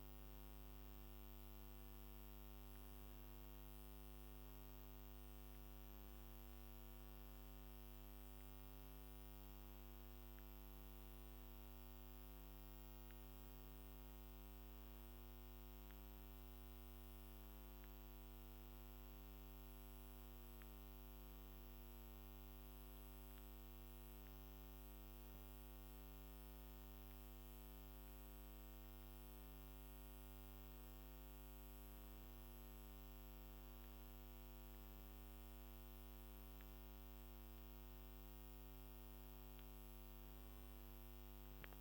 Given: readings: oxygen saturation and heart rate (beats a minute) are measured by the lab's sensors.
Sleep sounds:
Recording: a person awake in a sleep study, hard to hear, by a microphone on the trachea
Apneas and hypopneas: none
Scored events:
none scored
From the record:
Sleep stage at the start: awake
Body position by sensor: on the back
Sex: male

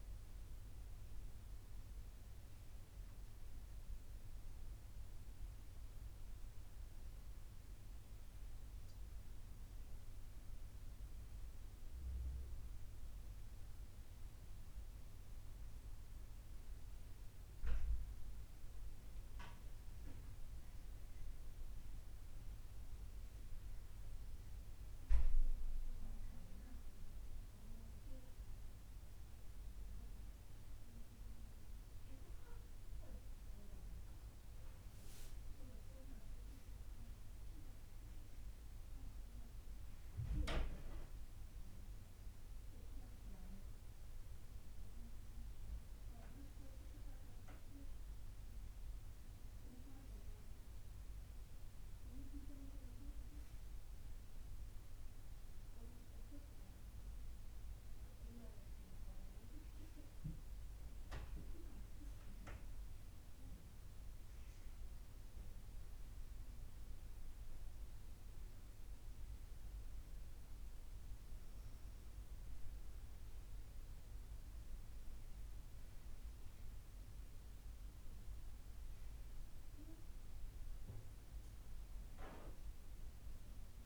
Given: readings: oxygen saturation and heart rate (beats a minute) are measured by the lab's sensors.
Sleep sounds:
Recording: a person awake in a sleep study, by a room microphone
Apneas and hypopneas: none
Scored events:
45.00-83.86 s: new sleep stage, N1 (lightest sleep)
From the record:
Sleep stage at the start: awake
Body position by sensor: on the right side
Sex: female

